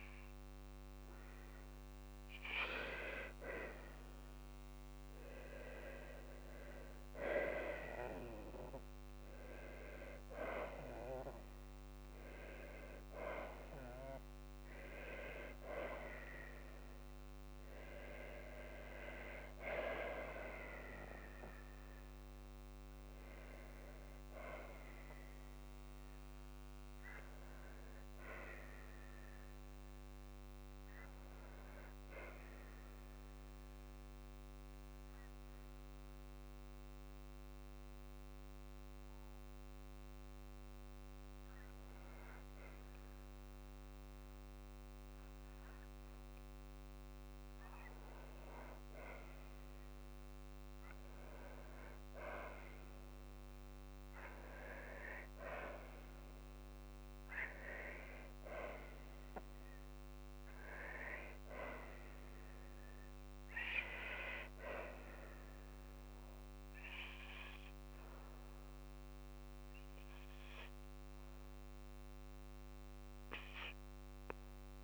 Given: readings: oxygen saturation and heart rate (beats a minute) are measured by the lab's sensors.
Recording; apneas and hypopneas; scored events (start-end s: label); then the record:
breathing in sleep by a microphone on the trachea; none
14.50-16.50 s: long interval between heartbeats (device-marked, heart rate 55 before, 67 extreme)
19.00-22.50 s: arousal
22.00-24.00 s: long interval between heartbeats (device-marked, heart rate 60 before, 69 extreme)
From the record:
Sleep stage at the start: N2 (light sleep); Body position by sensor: on the back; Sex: female